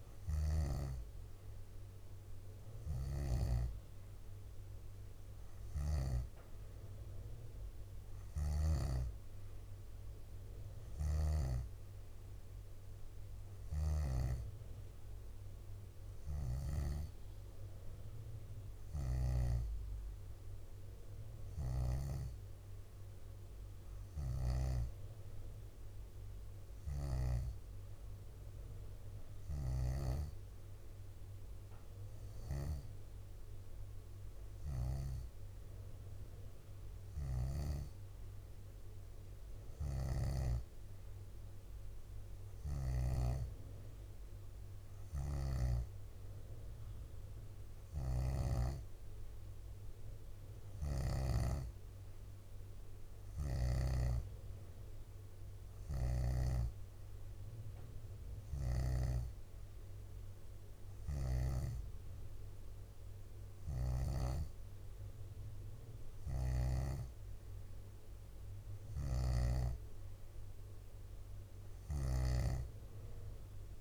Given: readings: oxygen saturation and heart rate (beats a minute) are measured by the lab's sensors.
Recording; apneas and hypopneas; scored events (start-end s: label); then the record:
breathing in sleep by a room microphone; none
0.00-3.50 s: snoring (device-marked)
5.50-9.00 s: snoring (device-marked)
10.50-11.50 s: leg movement (device-marked)
13.50-17.00 s: snoring (device-marked)
24.00-30.00 s: snoring (device-marked)
26.50-30.50 s: leg movement (device-marked)
45.00-51.50 s: snoring (device-marked)
58.50-67.00 s: snoring (device-marked)
63.50-67.00 s: leg movement (device-marked)
69.00-72.50 s: snoring (device-marked)
From the record:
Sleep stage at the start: N2 (light sleep); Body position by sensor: on the back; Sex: female